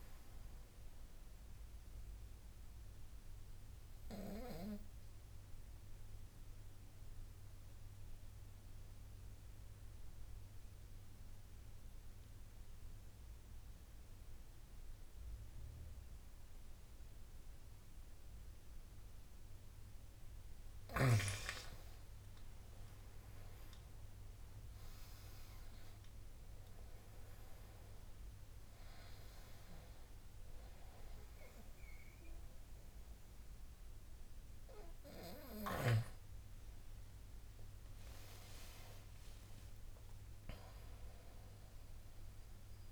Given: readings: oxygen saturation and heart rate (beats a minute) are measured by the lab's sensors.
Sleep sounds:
breathing in sleep by a room microphone; 1
0.00-15.50 s: oxygen desaturation (device-marked, oxygen 91% lowest, heart rate 71 extreme)
2.50-19.50 s: obstructive apnea (oxygen 99% before, 91% lowest, heart rate 80 before, 71 extreme, up 9 after)
20.50-23.50 s: arousal
22.50-42.92 s: oxygen desaturation (device-marked, oxygen 99% before, 92% lowest, heart rate 76 before, 68 extreme)
38.50-42.00 s: arousal
From the record:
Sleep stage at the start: N2 (light sleep); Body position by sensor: on the front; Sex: male

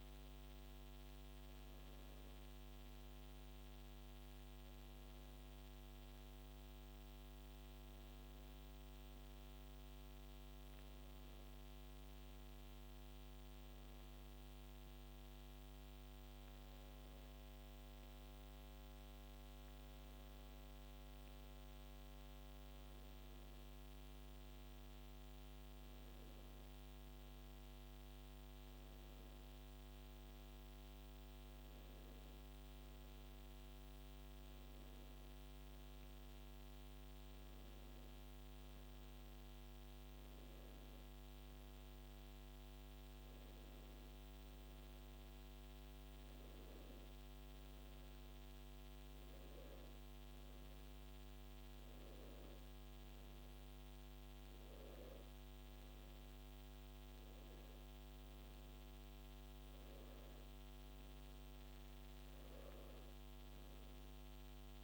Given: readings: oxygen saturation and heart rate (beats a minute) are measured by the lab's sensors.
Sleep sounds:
breathing in sleep, hard to hear, by a microphone on the trachea; none
none scored
From the record:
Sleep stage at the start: N2 (light sleep); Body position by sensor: on the back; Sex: male

